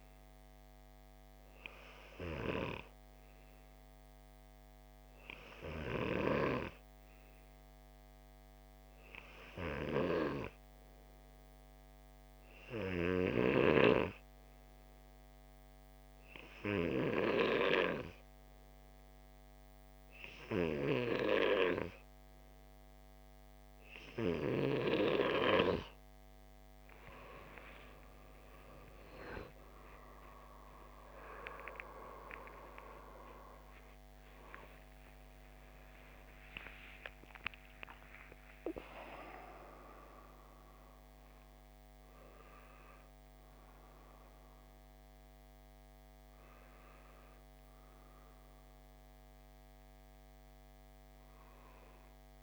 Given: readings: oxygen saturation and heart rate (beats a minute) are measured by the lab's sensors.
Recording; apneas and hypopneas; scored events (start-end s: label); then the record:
breathing in sleep by a microphone on the trachea; none
30.50-36.50 s: arousal
From the record:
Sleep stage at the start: N2 (light sleep); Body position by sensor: on the left side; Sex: male